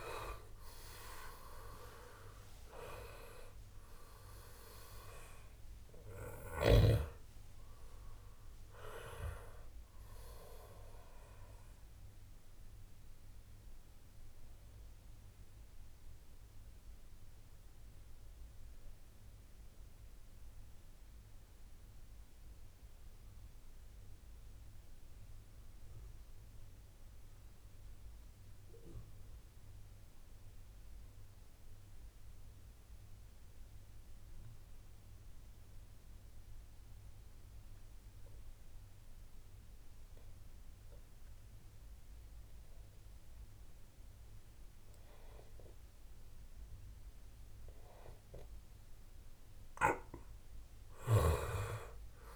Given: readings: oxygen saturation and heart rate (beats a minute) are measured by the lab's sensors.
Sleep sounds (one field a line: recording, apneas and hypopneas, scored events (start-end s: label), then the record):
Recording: breathing in sleep by a room microphone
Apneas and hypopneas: 1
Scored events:
0.00-1.50 s: arousal
0.00-32.00 s: oxygen desaturation (device-marked, oxygen 87% lowest)
11.50-48.00 s: obstructive apnea (oxygen 97% before, 87% lowest)
44.00-52.36 s: oxygen desaturation (device-marked, oxygen 98% before, 87% lowest)
51.00-52.36 s: arousal
From the record:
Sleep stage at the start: N2 (light sleep)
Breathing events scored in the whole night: 302 in 4.1 hours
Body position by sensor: on the back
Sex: male